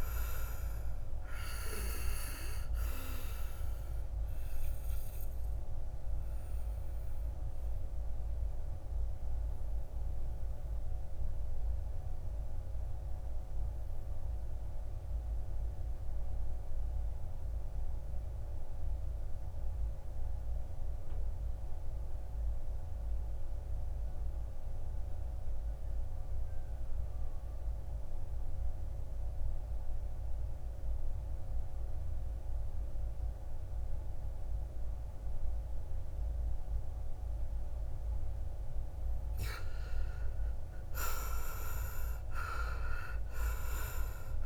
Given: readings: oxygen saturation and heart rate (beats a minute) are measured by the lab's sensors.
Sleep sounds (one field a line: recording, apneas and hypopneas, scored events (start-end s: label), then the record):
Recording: breathing in sleep by a room microphone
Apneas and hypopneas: 1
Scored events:
0.00-22.50 s: oxygen desaturation (device-marked, oxygen 90% lowest, heart rate 55 extreme)
4.50-37.50 s: obstructive apnea (oxygen 98% before, 78% lowest, heart rate 59 before, 55 extreme, up 12 after)
27.50-44.46 s: oxygen desaturation (device-marked, oxygen 97% before, 78% lowest, heart rate 57 before, 57 extreme)
39.00-43.00 s: arousal
From the record:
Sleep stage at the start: N2 (light sleep)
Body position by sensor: on the back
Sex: male